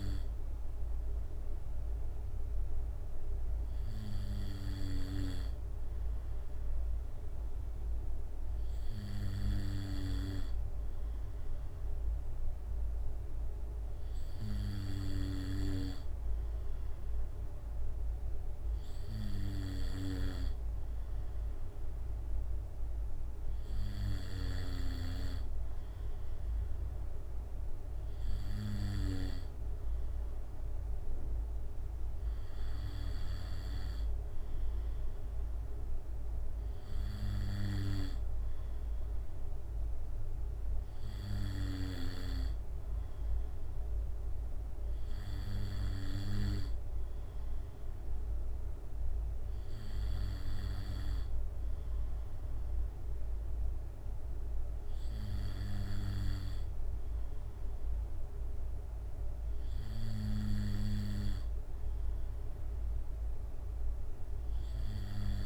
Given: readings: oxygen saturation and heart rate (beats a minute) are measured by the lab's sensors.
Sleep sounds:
breathing in sleep by a room microphone; none
none scored
From the record:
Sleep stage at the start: N2 (light sleep); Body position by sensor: on the back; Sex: male

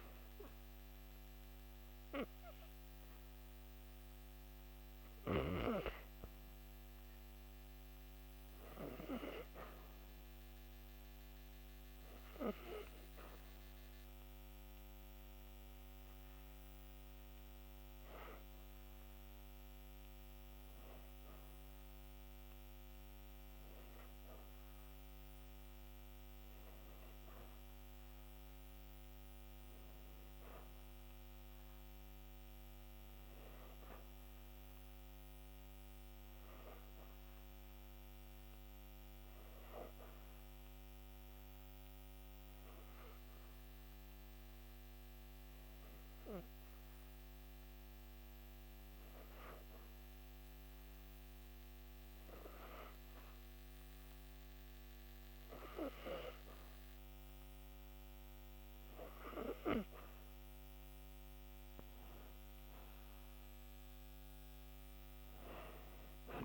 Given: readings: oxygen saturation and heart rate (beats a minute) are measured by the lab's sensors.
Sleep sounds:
breathing in sleep by a microphone on the trachea; 1
0.00-1.50 s: arousal
0.00-31.00 s: oxygen desaturation (device-marked, oxygen 91% lowest)
31.50-34.50 s: arousal
37.50-57.50 s: hypopnea (oxygen 94% before, 90% lowest)
57.00-66.00 s: oxygen desaturation (device-marked, oxygen 97% before, 91% lowest)
60.00-64.50 s: arousal
From the record:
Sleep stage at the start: N2 (light sleep); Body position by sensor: on the back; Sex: female

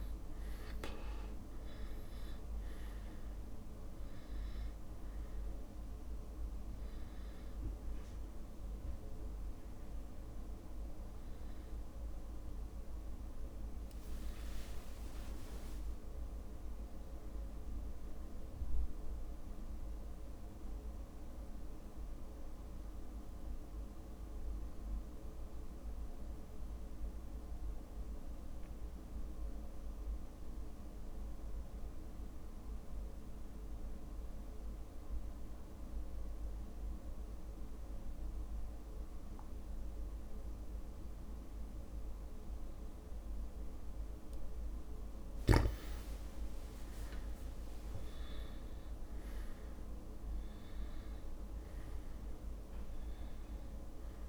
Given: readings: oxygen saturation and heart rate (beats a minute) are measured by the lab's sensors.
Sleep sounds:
breathing in sleep, hard to hear, by a room microphone; 1
0.00-28.50 s: oxygen desaturation (device-marked, oxygen 91% lowest)
14.50-17.50 s: arousal
21.00-45.50 s: mixed apnea (oxygen 98% before, 94% lowest)
47.00-50.50 s: arousal
From the record:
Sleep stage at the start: N2 (light sleep); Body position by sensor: on the back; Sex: male

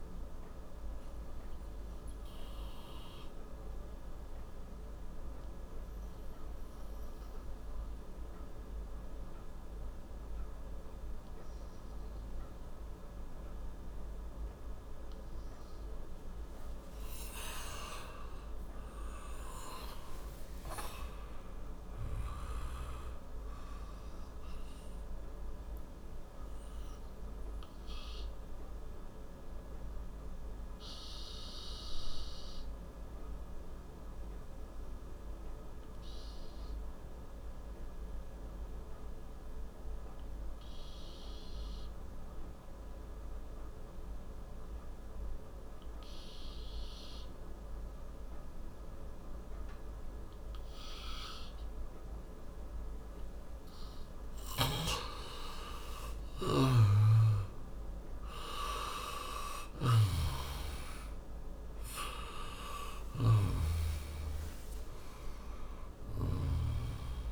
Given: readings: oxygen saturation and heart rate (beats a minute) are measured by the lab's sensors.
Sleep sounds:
breathing in sleep by a room microphone; 2
0.00-19.50 s: oxygen desaturation (device-marked, oxygen 86% lowest, heart rate 56 extreme)
1.00-16.00 s: obstructive apnea (oxygen 98% before, 86% lowest, heart rate 70 before, 56 extreme, up 27 after)
17.00-21.50 s: arousal
25.50-53.50 s: obstructive apnea (oxygen 98% before, 88% lowest, heart rate 65 before, 58 extreme, up 10 after)
49.50-67.32 s: oxygen desaturation (device-marked, oxygen 96% before, 88% lowest, heart rate 60 before, 57 extreme)
54.00-60.00 s: snoring (device-marked)
55.50-59.50 s: arousal
From the record:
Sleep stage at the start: N2 (light sleep); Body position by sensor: on the back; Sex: male

